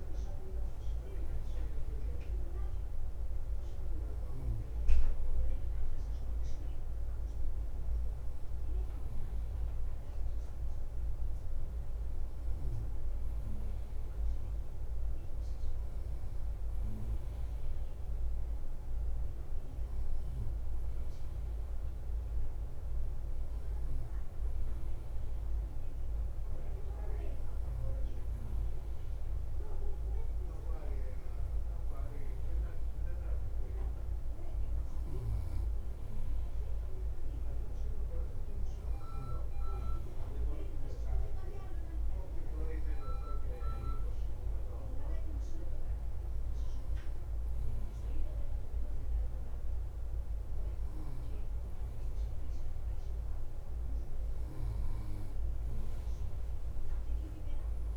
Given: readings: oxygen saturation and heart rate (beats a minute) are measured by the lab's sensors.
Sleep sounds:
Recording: breathing in sleep by a room microphone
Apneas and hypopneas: none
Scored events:
0.00-57.96 s: bradycardia (device-marked, heart rate 48 extreme)
From the record:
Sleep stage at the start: N3 (deep sleep)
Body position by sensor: on the right side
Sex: male

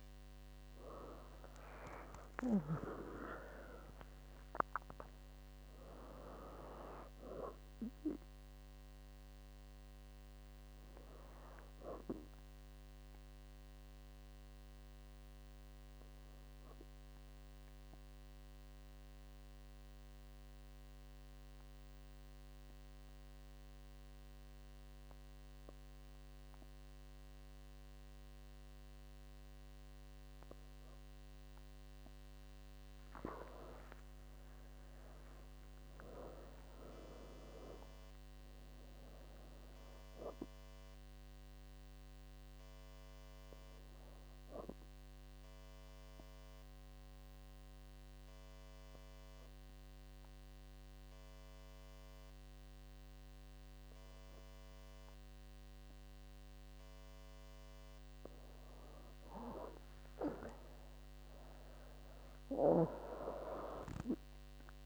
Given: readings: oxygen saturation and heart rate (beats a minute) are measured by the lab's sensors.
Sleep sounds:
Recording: breathing in sleep by a microphone on the trachea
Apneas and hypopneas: 2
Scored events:
0.00-31.50 s: oxygen desaturation (device-marked, oxygen 94% lowest, heart rate 57 extreme)
17.00-31.00 s: obstructive apnea (oxygen 99% before, 94% lowest, heart rate 77 before, 57 extreme, up 45 after)
33.50-36.00 s: arousal
45.00-57.50 s: obstructive apnea (oxygen 99% before, 98% lowest, heart rate 78 before, 58 extreme, up 52 after)
60.00-64.00 s: arousal
From the record:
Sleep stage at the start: N2 (light sleep)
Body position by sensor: on the back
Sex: female

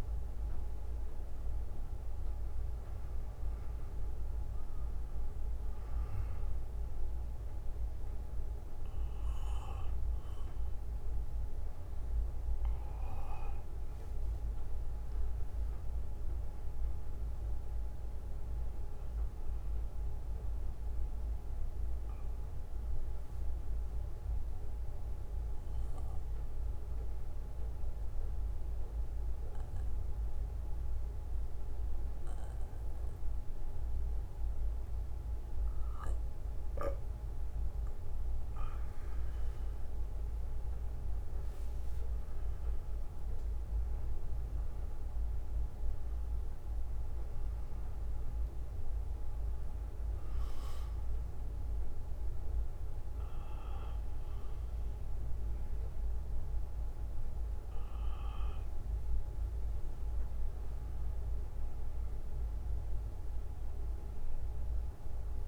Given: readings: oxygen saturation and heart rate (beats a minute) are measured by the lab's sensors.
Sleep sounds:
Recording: breathing in sleep, hard to hear, by a room microphone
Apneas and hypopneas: 1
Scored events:
0.00-2.50 s: arousal
3.00-28.00 s: oxygen desaturation (device-marked, oxygen 97% before, 92% lowest, heart rate 59 before, 49 extreme)
5.00-12.00 s: bradycardia (device-marked, heart rate 61 before, 57 extreme)
19.00-38.00 s: bradycardia (device-marked, heart rate 61 before, 49 extreme)
22.00-38.50 s: central apnea (oxygen 97% before, 92% lowest, heart rate 62 before, 52 extreme, up 15 after)
41.00-46.00 s: arousal
47.00-65.48 s: oxygen desaturation (device-marked, oxygen 97% before, 92% lowest, heart rate 61 before, 48 extreme)
50.00-52.00 s: bradycardia (device-marked, heart rate 61 before, 62 extreme)
53.00-60.00 s: bradycardia (device-marked, heart rate 61 before, 52 extreme)
63.00-65.48 s: bradycardia (device-marked, heart rate 61 before, 52 extreme)
From the record:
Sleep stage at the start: N2 (light sleep)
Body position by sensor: on the back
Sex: male

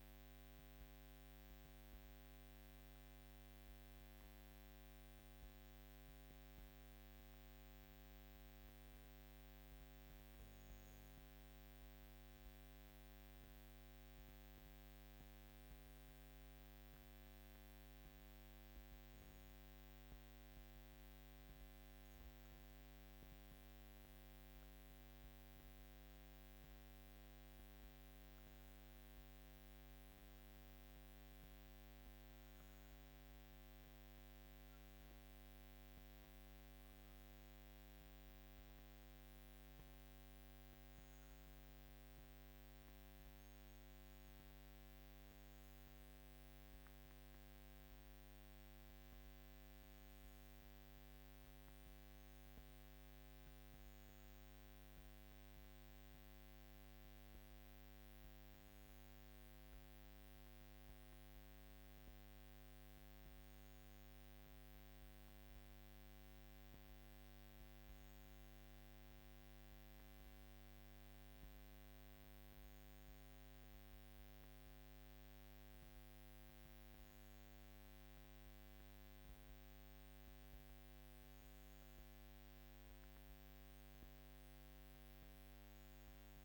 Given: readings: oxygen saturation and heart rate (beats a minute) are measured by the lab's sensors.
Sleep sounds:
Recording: breathing in sleep, hard to hear, by a microphone on the trachea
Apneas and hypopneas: none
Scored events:
none scored
From the record:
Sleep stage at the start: N2 (light sleep)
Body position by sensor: on the back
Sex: female

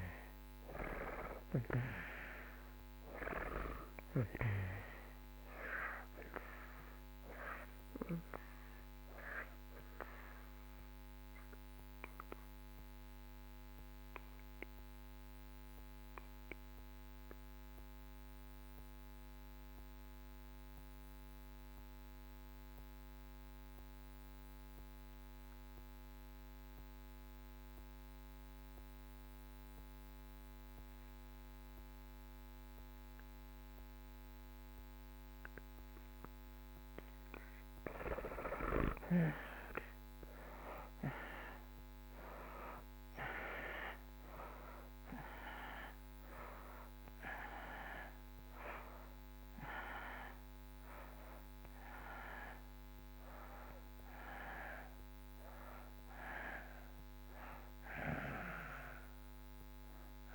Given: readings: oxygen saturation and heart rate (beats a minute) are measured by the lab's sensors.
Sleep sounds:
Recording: breathing in sleep by a microphone on the trachea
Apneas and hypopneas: 1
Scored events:
0.00-2.50 s: arousal
5.50-28.50 s: oxygen desaturation (device-marked, oxygen 96% before, 82% lowest)
5.50-60.35 s: new sleep stage, REM sleep
11.50-35.00 s: obstructive apnea (oxygen 96% before, 68% lowest)
36.00-41.00 s: arousal
38.50-60.35 s: oxygen desaturation (device-marked, oxygen 91% before, 68% lowest)
From the record:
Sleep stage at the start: N2 (light sleep)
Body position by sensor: on the back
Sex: male

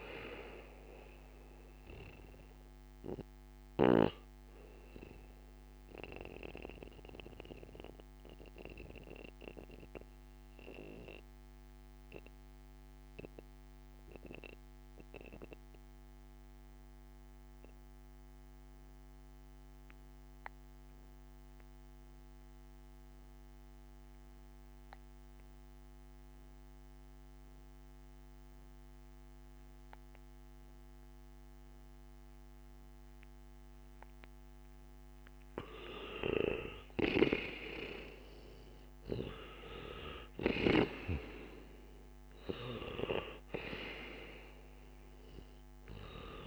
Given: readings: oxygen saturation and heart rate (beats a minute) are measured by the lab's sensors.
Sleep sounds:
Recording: breathing in sleep by a microphone on the trachea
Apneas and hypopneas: 1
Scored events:
0.00-17.00 s: oxygen desaturation (device-marked, oxygen 88% lowest, heart rate 56 extreme)
5.50-36.00 s: mixed apnea (oxygen 98% before, 86% lowest, heart rate 60 before, 56 extreme, up 8 after)
36.00-46.47 s: oxygen desaturation (device-marked, oxygen 97% before, 86% lowest, heart rate 64 before, 56 extreme)
37.50-43.00 s: arousal
From the record:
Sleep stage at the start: N2 (light sleep)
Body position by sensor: on the back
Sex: male

